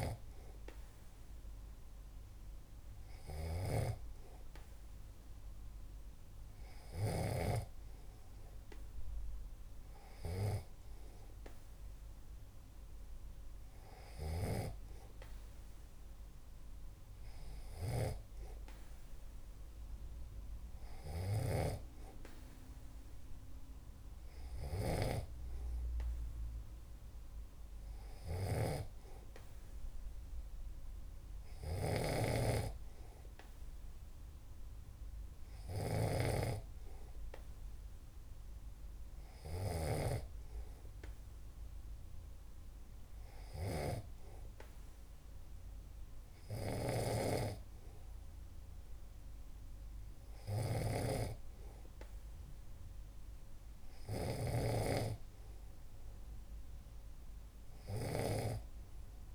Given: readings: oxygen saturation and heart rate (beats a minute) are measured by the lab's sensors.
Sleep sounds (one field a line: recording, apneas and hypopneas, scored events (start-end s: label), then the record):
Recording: breathing in sleep by a room microphone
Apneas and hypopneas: none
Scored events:
3.50-7.50 s: snoring (device-marked)
21.00-25.00 s: snoring (device-marked)
31.50-59.34 s: snoring (device-marked)
From the record:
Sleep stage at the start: N2 (light sleep)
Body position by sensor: on the back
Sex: male